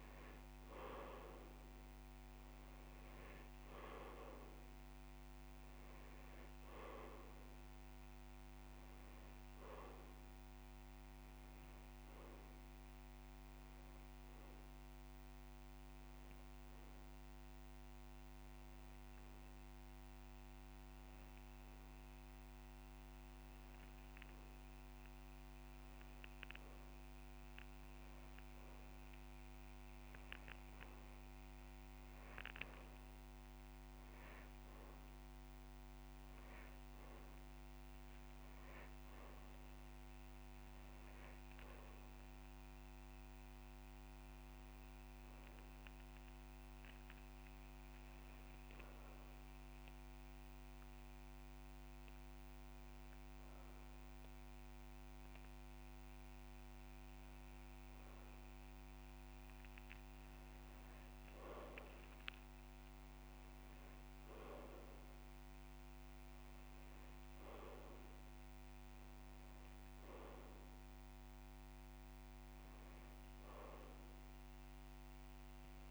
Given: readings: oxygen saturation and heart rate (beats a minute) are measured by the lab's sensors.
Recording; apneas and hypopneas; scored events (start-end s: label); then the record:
breathing in sleep, hard to hear, by a microphone on the trachea; 1
11.50-22.50 s: oxygen desaturation (device-marked, oxygen 98% before, 93% lowest)
32.00-34.00 s: long interval between heartbeats (device-marked)
32.50-37.00 s: arousal
46.00-58.00 s: hypopnea (oxygen 98% before, 94% lowest)
49.50-55.50 s: drop in pulse transit time (device-marked)
60.50-64.00 s: arousal
68.50-75.91 s: drop in pulse transit time (device-marked)
73.50-75.50 s: long interval between heartbeats (device-marked)
From the record:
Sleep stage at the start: N2 (light sleep); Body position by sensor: on the back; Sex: male